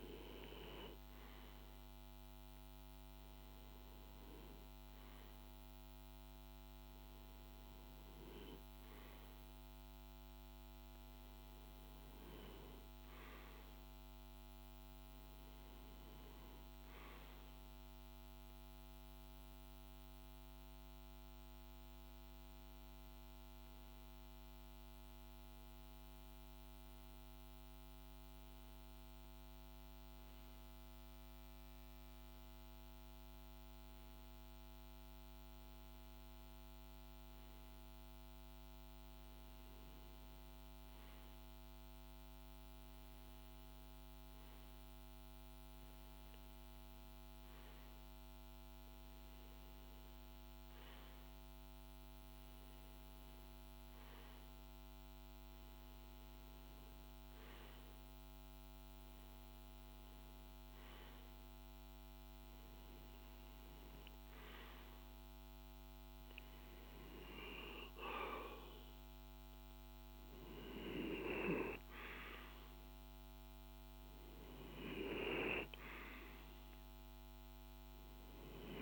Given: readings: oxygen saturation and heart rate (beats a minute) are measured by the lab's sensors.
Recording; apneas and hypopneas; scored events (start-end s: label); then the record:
breathing in sleep by a microphone on the trachea; none
none scored
From the record:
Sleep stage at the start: REM sleep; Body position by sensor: on the back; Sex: male